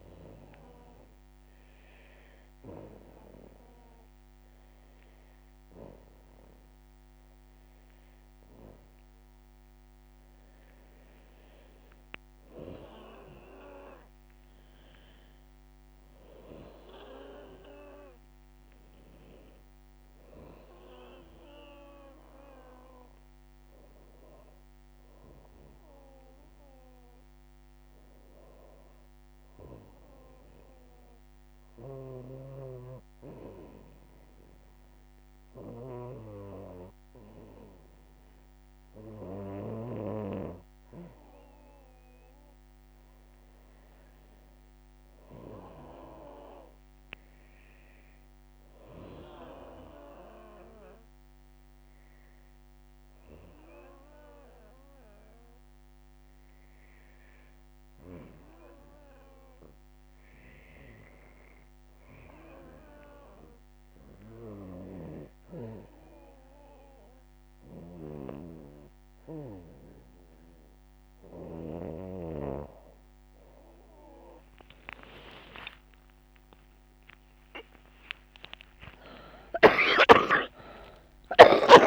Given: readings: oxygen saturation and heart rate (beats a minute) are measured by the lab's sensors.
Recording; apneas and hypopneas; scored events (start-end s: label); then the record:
a person partly awake in a sleep study, by a microphone on the trachea; 2
30.00-81.87 s: new sleep stage, N1 (lightest sleep)
32.00-43.50 s: obstructive apnea (oxygen 90% before, 86% lowest, heart rate 73 before, 73 extreme, up 8 after)
45.00-63.00 s: oxygen desaturation (device-marked, oxygen 93% before, 87% lowest, heart rate 75 before, 73 extreme)
46.50-50.50 s: arousal
63.00-73.50 s: obstructive apnea (oxygen 93% before, 86% lowest, heart rate 76 before, 73 extreme, up 15 after)
69.00-76.00 s: oxygen desaturation (device-marked, oxygen 92% before, 89% lowest, heart rate 77 before, 73 extreme)
76.50-81.87 s: arousal
78.00-81.87 s: oxygen desaturation (device-marked, oxygen 91% before, 88% lowest, heart rate 76 before, 85 extreme)
From the record:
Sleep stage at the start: awake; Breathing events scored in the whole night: 236 in 3.5 hours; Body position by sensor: on the back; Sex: female